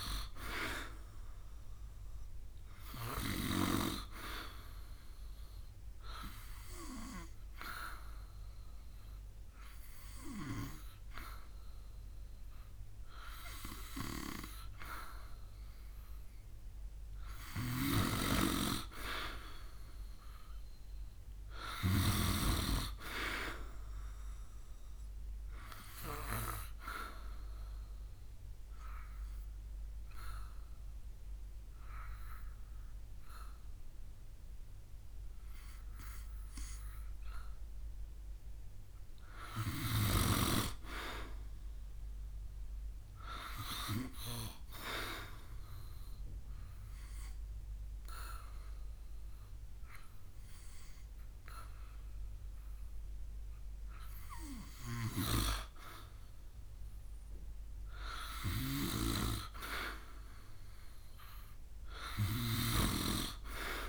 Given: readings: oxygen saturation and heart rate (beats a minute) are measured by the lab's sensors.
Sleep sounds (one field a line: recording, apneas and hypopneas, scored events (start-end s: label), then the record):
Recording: breathing in sleep by a room microphone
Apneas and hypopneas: 3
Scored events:
4.50-14.50 s: obstructive apnea (oxygen 92% before, 90% lowest, heart rate 71 before, 64 extreme, up 5 after)
16.50-21.00 s: arousal
17.00-22.00 s: snoring (device-marked)
27.00-37.50 s: obstructive apnea (oxygen 92% before, 90% lowest, heart rate 70 before, 64 extreme, up 10 after)
39.00-42.00 s: arousal
46.00-57.00 s: obstructive apnea (oxygen 93% before, 90% lowest, heart rate 69 before, 67 extreme)
58.00-62.50 s: snoring (device-marked)
From the record:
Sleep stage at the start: N2 (light sleep)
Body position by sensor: on the back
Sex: male